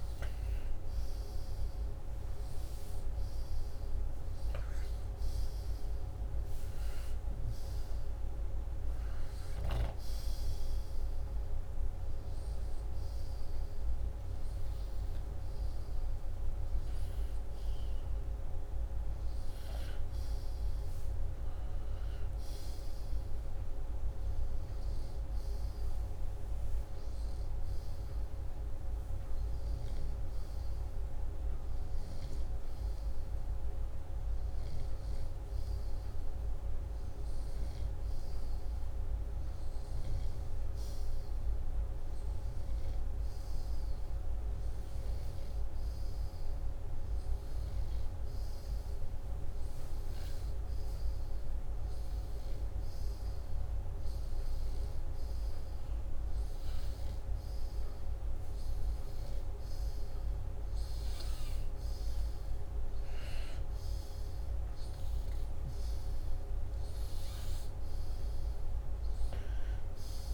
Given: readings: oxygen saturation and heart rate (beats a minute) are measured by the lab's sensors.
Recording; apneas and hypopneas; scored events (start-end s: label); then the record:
breathing in sleep, hard to hear, by a room microphone; none
none scored
From the record:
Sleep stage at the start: N2 (light sleep); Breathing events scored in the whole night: 122 in 5.9 hours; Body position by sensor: upright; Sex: male